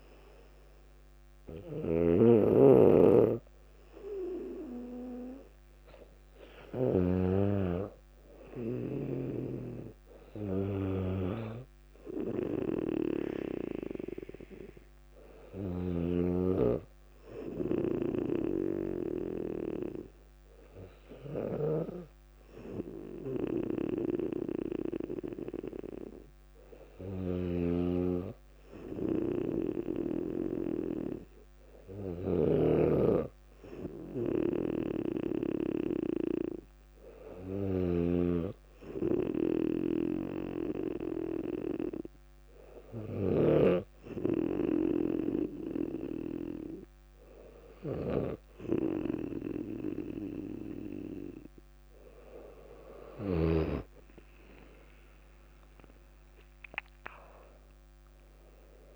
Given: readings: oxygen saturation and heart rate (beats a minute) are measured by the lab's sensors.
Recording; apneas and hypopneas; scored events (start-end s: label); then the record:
breathing in sleep by a microphone on the trachea; 1
0.00-7.50 s: snoring (device-marked)
16.00-33.00 s: hypopnea (oxygen 97% before, 96% lowest, heart rate 63 before, 59 extreme, up 2 after)
16.00-44.00 s: snoring (device-marked)
35.50-39.00 s: arousal
54.00-58.96 s: arousal
From the record:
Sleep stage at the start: N2 (light sleep); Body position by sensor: on the back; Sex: female